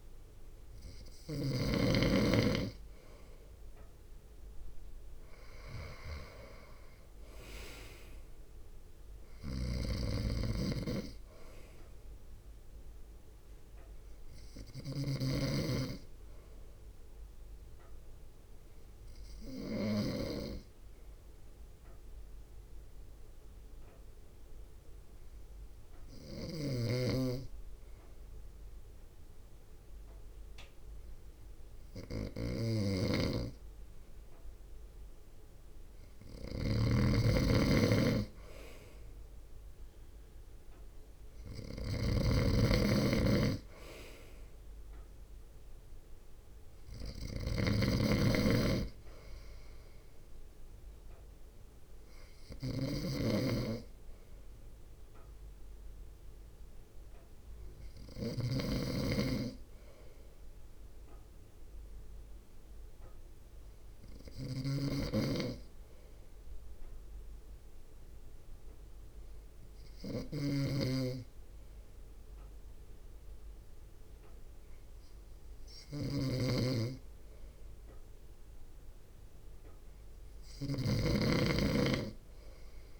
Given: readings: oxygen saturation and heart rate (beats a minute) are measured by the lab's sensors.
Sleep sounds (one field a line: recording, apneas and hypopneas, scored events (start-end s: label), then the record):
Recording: breathing in sleep by a room microphone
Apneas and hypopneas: 2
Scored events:
0.00-2.00 s: snoring (device-marked)
7.50-18.50 s: drop in pulse transit time (device-marked, heart rate 64 before, 54 extreme)
9.50-20.50 s: snoring (device-marked)
17.50-34.00 s: obstructive apnea (oxygen 98% before, 95% lowest, heart rate 62 before, 55 extreme, up 3 after)
26.50-58.50 s: snoring (device-marked)
38.50-54.50 s: drop in pulse transit time (device-marked, heart rate 61 before, 55 extreme)
40.50-44.50 s: arousal
54.50-78.00 s: hypopnea (oxygen 97% before, 94% lowest, heart rate 59 before, 55 extreme, up 3 after)
64.50-83.00 s: snoring (device-marked)
81.00-83.00 s: arousal
From the record:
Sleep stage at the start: N2 (light sleep)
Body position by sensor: on the front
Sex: male